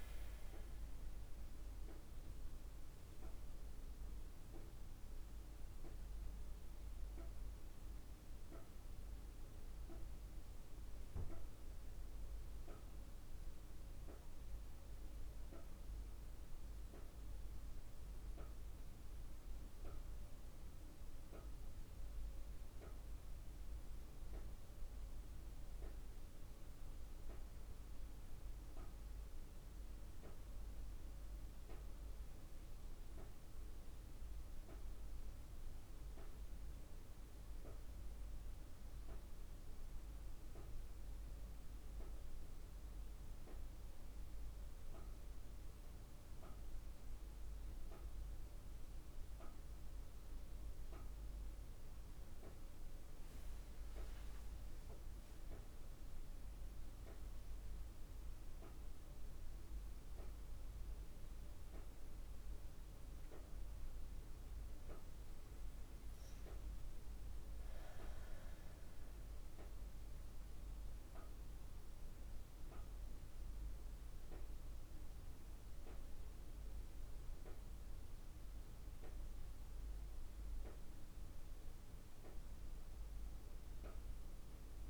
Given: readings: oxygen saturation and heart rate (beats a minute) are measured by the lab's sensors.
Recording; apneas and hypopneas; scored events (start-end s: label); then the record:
breathing in sleep, hard to hear, by a room microphone; 1
0.00-1.00 s: oxygen desaturation (device-marked, oxygen 94% lowest, heart rate 47 extreme)
13.00-84.89 s: new sleep stage, N2 (light sleep)
25.50-52.00 s: mixed apnea (oxygen 99% before, 94% lowest, heart rate 54 before, 50 extreme, up 8 after)
49.00-84.00 s: oxygen desaturation (device-marked, oxygen 99% before, 94% lowest, heart rate 52 before, 54 extreme)
55.00-59.50 s: arousal
From the record:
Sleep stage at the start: N1 (lightest sleep); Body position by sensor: on the back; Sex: female